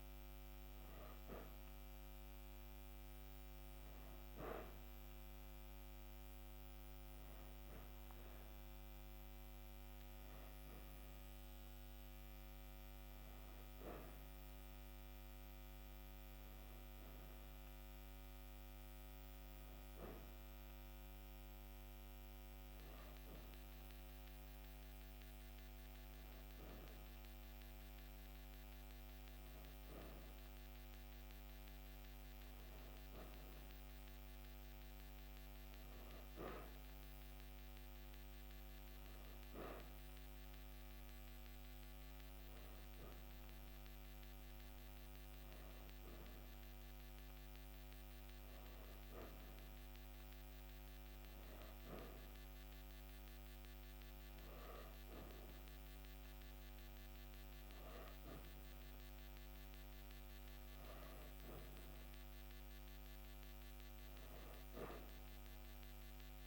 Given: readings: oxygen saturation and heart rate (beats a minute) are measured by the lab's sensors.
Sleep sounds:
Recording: breathing in sleep, hard to hear, by a microphone on the trachea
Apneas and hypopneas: none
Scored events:
21.00-66.47 s: new sleep stage, N3 (deep sleep)
From the record:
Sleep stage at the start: N2 (light sleep)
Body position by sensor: on the back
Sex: female

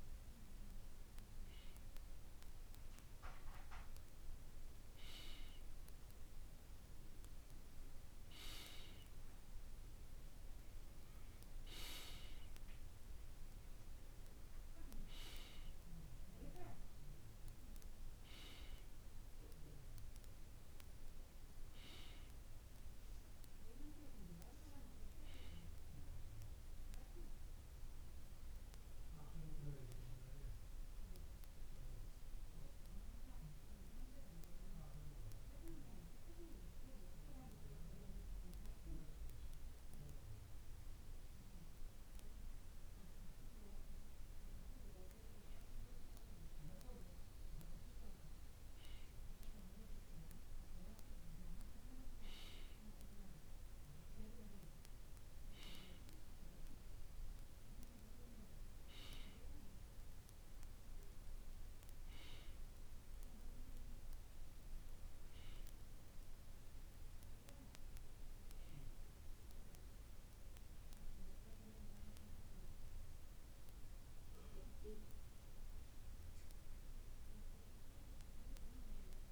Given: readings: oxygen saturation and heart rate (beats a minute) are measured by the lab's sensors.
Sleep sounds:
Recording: breathing in sleep by a room microphone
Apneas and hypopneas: 1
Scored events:
6.00-28.00 s: oxygen desaturation (device-marked, oxygen 98% before, 95% lowest, heart rate 48 before, 48 extreme)
29.50-43.50 s: hypopnea (oxygen 98% before, 94% lowest, heart rate 50 before, 48 extreme, up 3 after)
46.00-49.00 s: arousal
From the record:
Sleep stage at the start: N2 (light sleep)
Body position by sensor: on the right side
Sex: male

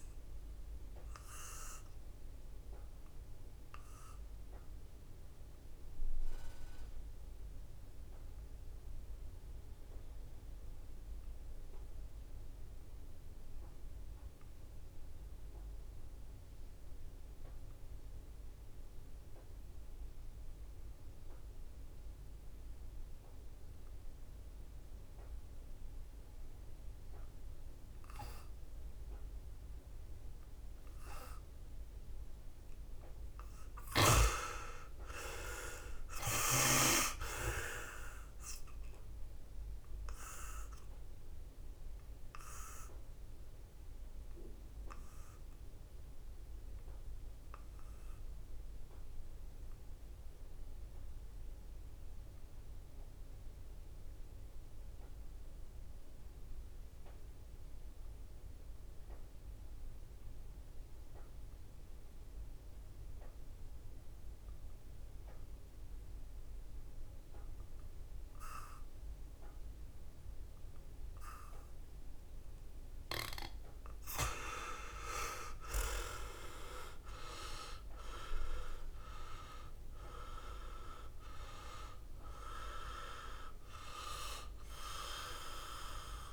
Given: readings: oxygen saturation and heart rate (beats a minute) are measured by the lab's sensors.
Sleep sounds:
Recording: breathing in sleep by a room microphone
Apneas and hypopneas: 2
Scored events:
0.00-19.50 s: oxygen desaturation (device-marked, oxygen 80% lowest, heart rate 64 extreme)
0.50-31.50 s: obstructive apnea (oxygen 99% before, 73% lowest, heart rate 66 before, 65 extreme, up 10 after)
21.50-36.50 s: oxygen desaturation (device-marked, oxygen 97% before, 86% lowest, heart rate 68 before, 66 extreme)
33.50-36.50 s: arousal
38.50-61.50 s: oxygen desaturation (device-marked, oxygen 90% before, 76% lowest, heart rate 68 before, 53 extreme)
40.00-72.50 s: obstructive apnea (oxygen 97% before, 72% lowest, heart rate 68 before, 53 extreme, up 11 after)
63.50-86.33 s: oxygen desaturation (device-marked, oxygen 96% before, 72% lowest, heart rate 69 before, 53 extreme)
76.00-80.00 s: arousal
From the record:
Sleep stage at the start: N2 (light sleep)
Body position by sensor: on the back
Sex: male

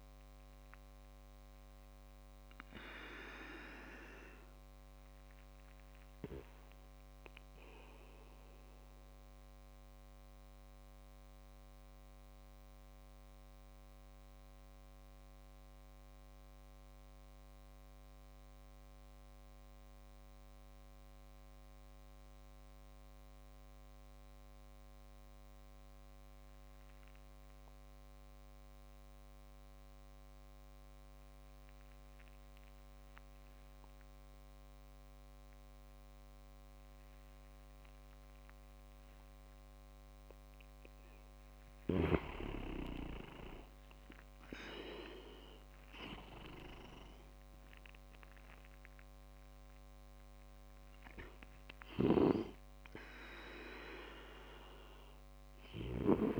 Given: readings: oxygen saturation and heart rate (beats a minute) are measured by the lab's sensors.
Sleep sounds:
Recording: breathing in sleep by a microphone on the trachea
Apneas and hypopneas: 1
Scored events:
0.50-41.00 s: obstructive apnea (oxygen 98% before, 92% lowest)
35.50-54.50 s: oxygen desaturation (device-marked, oxygen 99% before, 94% lowest)
44.50-49.00 s: arousal
51.50-56.00 s: snoring (device-marked)
From the record:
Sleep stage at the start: N2 (light sleep)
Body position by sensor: on the back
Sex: male

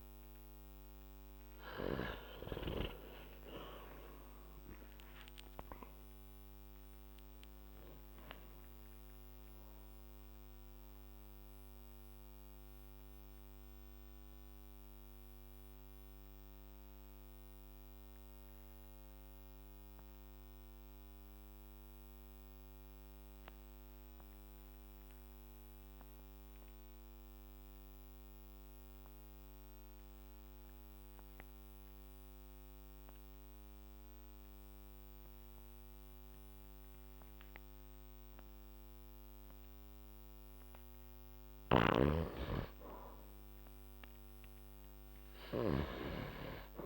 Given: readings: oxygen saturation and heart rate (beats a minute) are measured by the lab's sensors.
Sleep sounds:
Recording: breathing in sleep by a microphone on the trachea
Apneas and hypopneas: 1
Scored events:
2.00-6.50 s: arousal
11.50-41.50 s: mixed apnea (oxygen 99% before, 89% lowest, heart rate 60 before, 50 extreme, up 6 after)
25.00-35.00 s: oxygen desaturation (device-marked, oxygen 97% before, 91% lowest, heart rate 57 before, 55 extreme)
41.50-46.00 s: snoring (device-marked)
43.50-46.86 s: arousal
From the record:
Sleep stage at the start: N2 (light sleep)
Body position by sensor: on the back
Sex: male

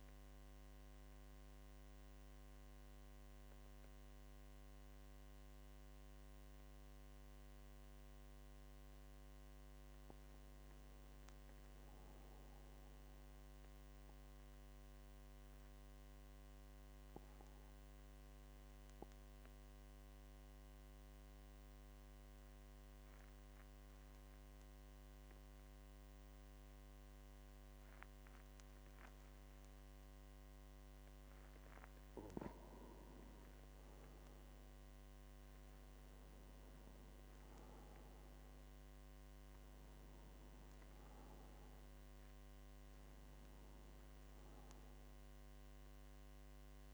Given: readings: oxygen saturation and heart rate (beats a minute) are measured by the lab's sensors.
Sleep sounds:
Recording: breathing in sleep, hard to hear, by a microphone on the trachea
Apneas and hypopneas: 1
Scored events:
0.00-6.00 s: oxygen desaturation (device-marked, oxygen 91% lowest, heart rate 48 extreme)
12.00-31.00 s: mixed apnea (oxygen 99% before, 90% lowest, heart rate 51 before, 48 extreme, up 7 after)
33.00-37.50 s: arousal
33.00-46.93 s: oxygen desaturation (device-marked, oxygen 97% before, 90% lowest, heart rate 51 before, 48 extreme)
From the record:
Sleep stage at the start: N2 (light sleep)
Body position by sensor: on the back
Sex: male

